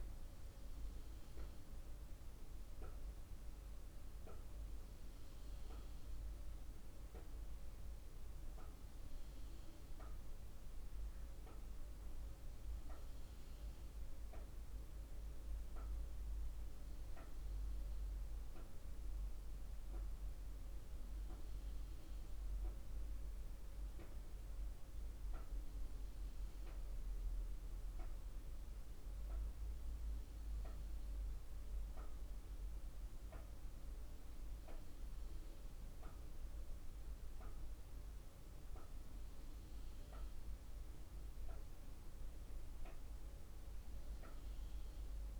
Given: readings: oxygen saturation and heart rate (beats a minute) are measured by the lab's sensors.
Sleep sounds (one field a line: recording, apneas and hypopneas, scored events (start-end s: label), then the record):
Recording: breathing in sleep, hard to hear, by a room microphone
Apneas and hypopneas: none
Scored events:
none scored
From the record:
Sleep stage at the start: N2 (light sleep)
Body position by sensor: on the right side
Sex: female